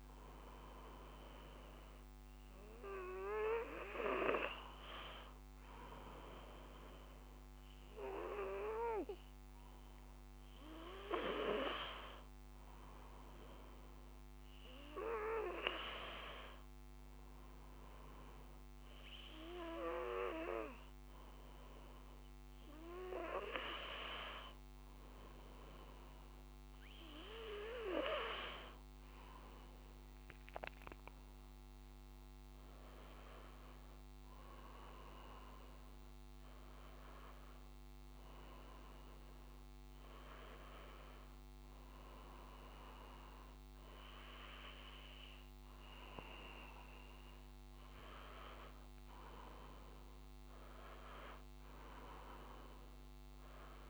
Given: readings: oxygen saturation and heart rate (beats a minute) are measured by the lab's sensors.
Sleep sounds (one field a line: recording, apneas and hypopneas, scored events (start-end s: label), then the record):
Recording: breathing in sleep by a microphone on the trachea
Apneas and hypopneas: none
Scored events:
none scored
From the record:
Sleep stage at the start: N2 (light sleep)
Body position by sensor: on the back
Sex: male